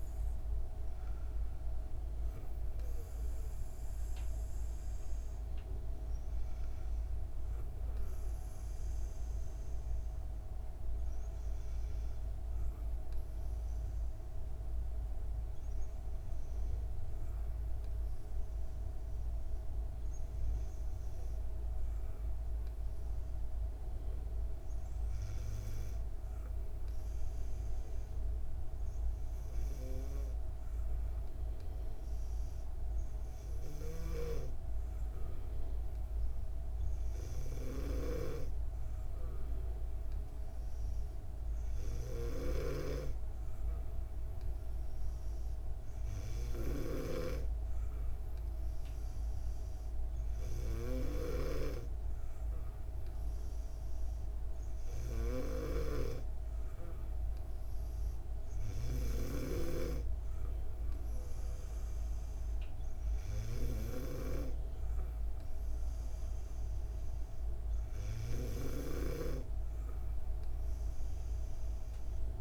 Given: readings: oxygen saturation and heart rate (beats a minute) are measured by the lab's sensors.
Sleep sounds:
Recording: breathing in sleep by a room microphone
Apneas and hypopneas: none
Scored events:
none scored
From the record:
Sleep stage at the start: N2 (light sleep)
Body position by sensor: on the back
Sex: female

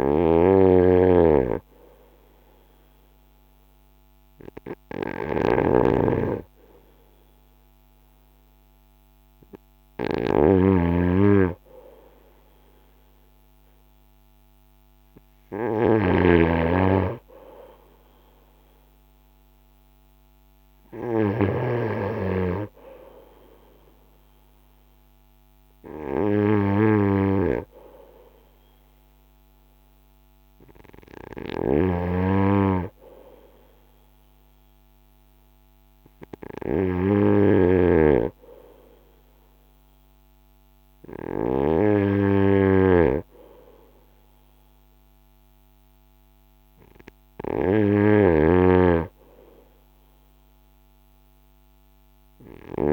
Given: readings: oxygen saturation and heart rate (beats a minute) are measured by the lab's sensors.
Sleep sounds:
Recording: breathing in sleep by a microphone on the trachea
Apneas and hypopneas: none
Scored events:
0.00-21.50 s: snoring (device-marked)
31.50-41.50 s: snoring (device-marked)
From the record:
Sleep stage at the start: N2 (light sleep)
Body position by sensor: on the front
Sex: male

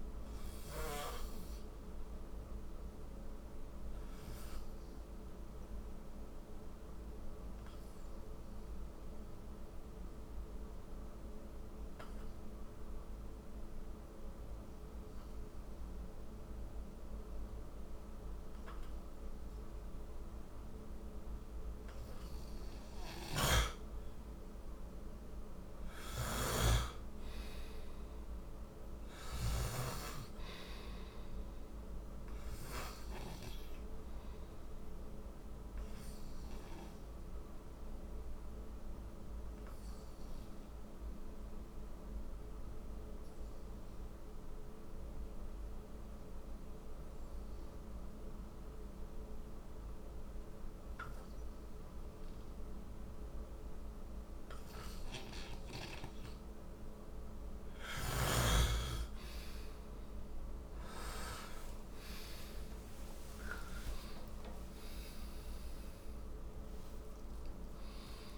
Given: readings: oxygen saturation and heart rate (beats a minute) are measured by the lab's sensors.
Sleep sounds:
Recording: breathing in sleep by a room microphone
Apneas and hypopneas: 2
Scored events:
0.00-17.00 s: oxygen desaturation (device-marked, oxygen 91% lowest, heart rate 53 extreme)
2.50-22.00 s: obstructive apnea (oxygen 96% before, 90% lowest, heart rate 63 before, 53 extreme, up 8 after)
22.50-26.00 s: snoring (device-marked)
24.00-26.50 s: arousal
30.00-48.00 s: oxygen desaturation (device-marked, oxygen 97% before, 91% lowest, heart rate 59 before, 56 extreme)
35.50-54.00 s: obstructive apnea (oxygen 97% before, 90% lowest, heart rate 61 before, 56 extreme, up 8 after)
57.50-63.00 s: snoring (device-marked)
61.00-68.38 s: oxygen desaturation (device-marked, oxygen 97% before, 90% lowest, heart rate 59 before, 53 extreme)
62.00-68.00 s: arousal
From the record:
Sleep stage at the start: N2 (light sleep)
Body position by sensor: on the right side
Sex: male

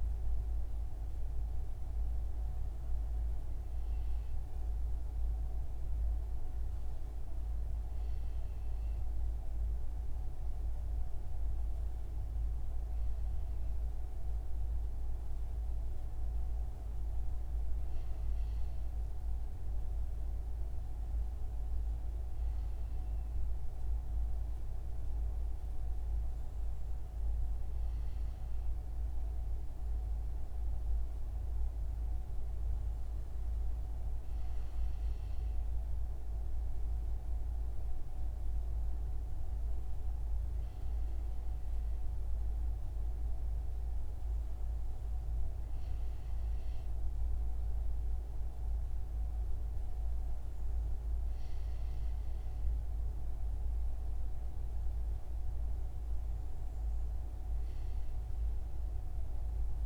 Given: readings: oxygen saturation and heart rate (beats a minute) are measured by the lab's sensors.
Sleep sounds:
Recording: breathing in sleep, hard to hear, by a room microphone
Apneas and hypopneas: none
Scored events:
none scored
From the record:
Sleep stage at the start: REM sleep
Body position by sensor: on the front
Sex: male

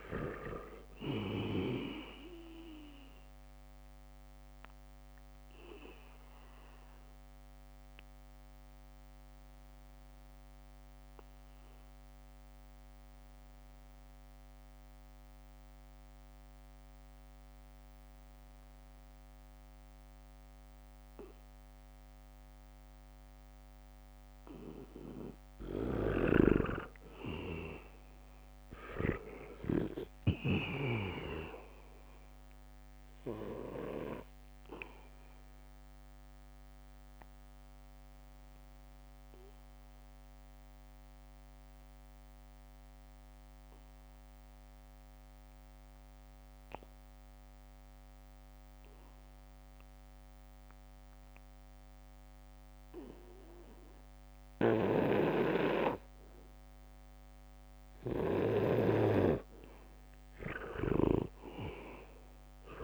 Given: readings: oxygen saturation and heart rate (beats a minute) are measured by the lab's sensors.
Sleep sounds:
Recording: breathing in sleep by a microphone on the trachea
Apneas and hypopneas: 2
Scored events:
0.00-2.50 s: snoring (device-marked)
0.00-20.00 s: oxygen desaturation (device-marked, oxygen 81% lowest, heart rate 72 extreme)
5.50-26.00 s: obstructive apnea (oxygen 98% before, 79% lowest, heart rate 76 before, 72 extreme, up 4 after)
13.00-20.50 s: leg movement (device-marked)
21.50-24.50 s: leg movement (device-marked)
22.00-51.00 s: oxygen desaturation (device-marked, oxygen 99% before, 83% lowest, heart rate 76 before, 72 extreme)
24.00-26.00 s: long interval between heartbeats (device-marked, heart rate 75 before, 74 extreme)
26.50-31.00 s: snoring (device-marked)
28.00-31.00 s: arousal
35.00-55.50 s: obstructive apnea (oxygen 99% before, 79% lowest, heart rate 75 before, 74 extreme, up 0 after)
53.00-62.84 s: oxygen desaturation (device-marked, oxygen 98% before, 79% lowest, heart rate 79 before, 74 extreme)
55.00-62.84 s: snoring (device-marked)
57.50-60.50 s: arousal
From the record:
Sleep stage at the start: N2 (light sleep)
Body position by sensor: on the back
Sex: male

